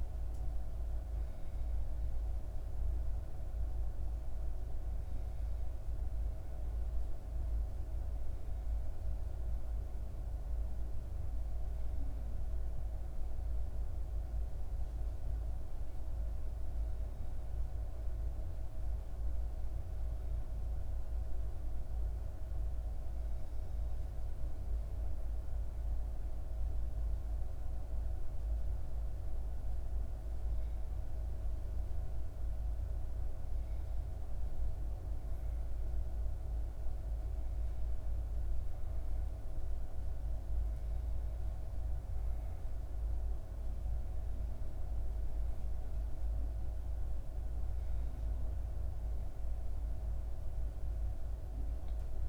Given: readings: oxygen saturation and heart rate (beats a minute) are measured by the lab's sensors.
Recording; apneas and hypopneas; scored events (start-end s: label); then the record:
breathing in sleep, hard to hear, by a room microphone; 1
19.00-31.00 s: hypopnea (oxygen 96% before, 93% lowest, heart rate 59 before, 59 extreme, up 0 after)
32.00-35.50 s: arousal
From the record:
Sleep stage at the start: N2 (light sleep); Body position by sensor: on the back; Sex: female